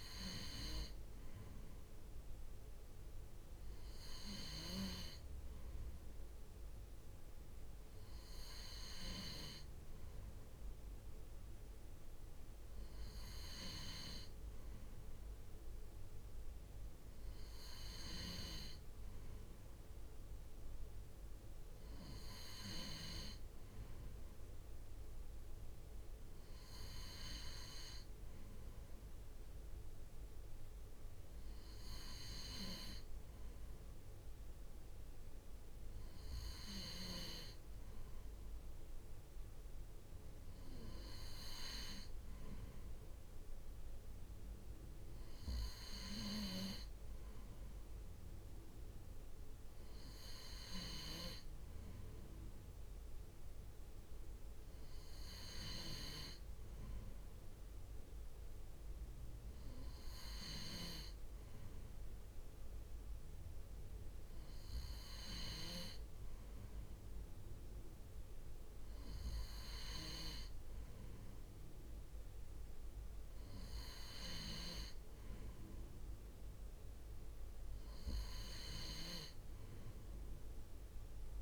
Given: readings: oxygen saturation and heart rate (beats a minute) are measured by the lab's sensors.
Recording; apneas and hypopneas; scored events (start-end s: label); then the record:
breathing in sleep by a room microphone; none
59.00-81.42 s: new sleep stage, N3 (deep sleep)
From the record:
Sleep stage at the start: N2 (light sleep); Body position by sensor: on the right side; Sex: male